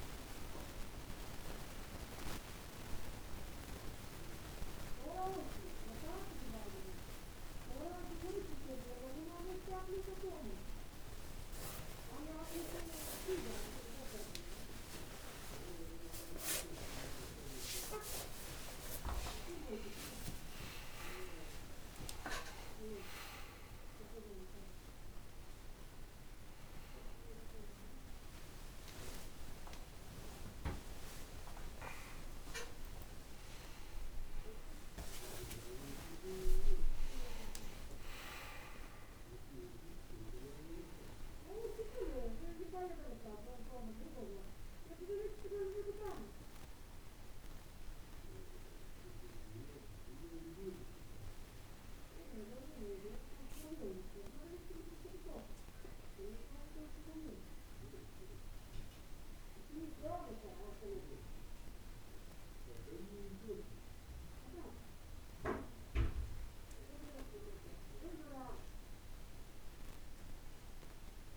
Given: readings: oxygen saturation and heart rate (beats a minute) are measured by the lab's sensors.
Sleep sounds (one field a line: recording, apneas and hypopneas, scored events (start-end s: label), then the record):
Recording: a person partly awake in a sleep study, by a room microphone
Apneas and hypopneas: none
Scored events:
22.50-52.50 s: new sleep stage, awake
52.50-71.37 s: new sleep stage, N2 (light sleep)
From the record:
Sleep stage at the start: N2 (light sleep)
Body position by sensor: on the back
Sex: male